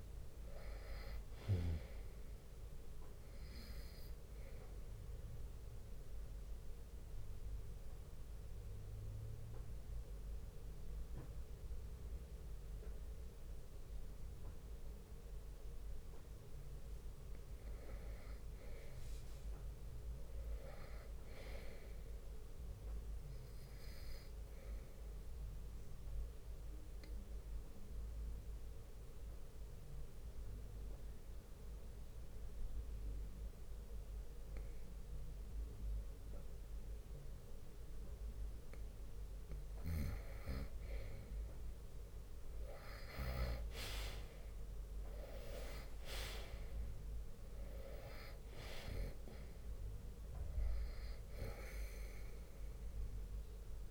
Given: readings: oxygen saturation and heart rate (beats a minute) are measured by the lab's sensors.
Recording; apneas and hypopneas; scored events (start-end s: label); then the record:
breathing in sleep by a room microphone; 2
0.00-5.50 s: drop in pulse transit time (device-marked, heart rate 64 extreme)
0.00-20.50 s: oxygen desaturation (device-marked, oxygen 90% lowest, heart rate 58 extreme)
5.00-16.50 s: obstructive apnea (oxygen 96% before, 90% lowest, heart rate 66 before, 58 extreme, up 6 after)
8.50-15.50 s: bradycardia (device-marked, heart rate 67 before, 58 extreme)
18.50-21.50 s: arousal
24.50-39.00 s: obstructive apnea (oxygen 97% before, 91% lowest, heart rate 62 before, 59 extreme, up 5 after)
42.50-47.50 s: arousal
43.50-53.91 s: drop in pulse transit time (device-marked, heart rate 62 before, 63 extreme)
48.50-53.91 s: oxygen desaturation (device-marked, oxygen 96% before, 91% lowest, heart rate 63 before, 59 extreme)
From the record:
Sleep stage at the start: N2 (light sleep); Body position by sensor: on the right side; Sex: male